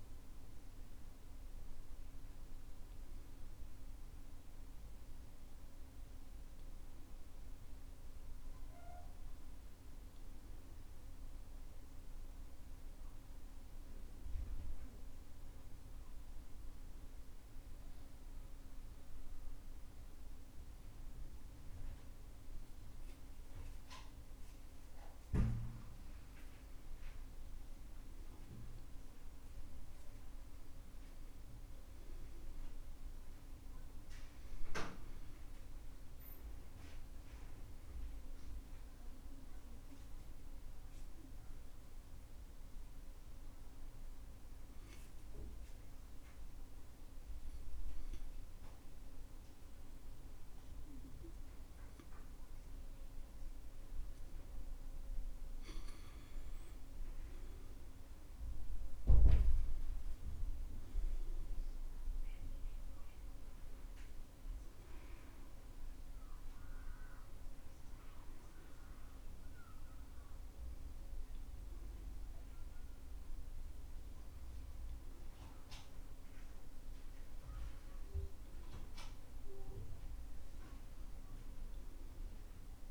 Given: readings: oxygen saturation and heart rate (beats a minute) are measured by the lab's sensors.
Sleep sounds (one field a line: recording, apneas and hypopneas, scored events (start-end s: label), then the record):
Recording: breathing in sleep, hard to hear, by a room microphone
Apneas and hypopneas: 2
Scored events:
16.00-26.00 s: obstructive apnea (oxygen 95% before, 90% lowest, heart rate 69 before, 64 extreme, up 8 after)
27.50-33.00 s: arousal
35.50-56.50 s: oxygen desaturation (device-marked, oxygen 95% before, 92% lowest, heart rate 67 before, 64 extreme)
42.50-56.00 s: obstructive apnea (oxygen 96% before, 89% lowest, heart rate 69 before, 64 extreme, up 11 after)
59.00-63.00 s: arousal
81.50-82.90 s: oxygen desaturation (device-marked, oxygen 92% before, 89% lowest, heart rate 72 before, 64 extreme)
From the record:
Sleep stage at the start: N2 (light sleep)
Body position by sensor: on the back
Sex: male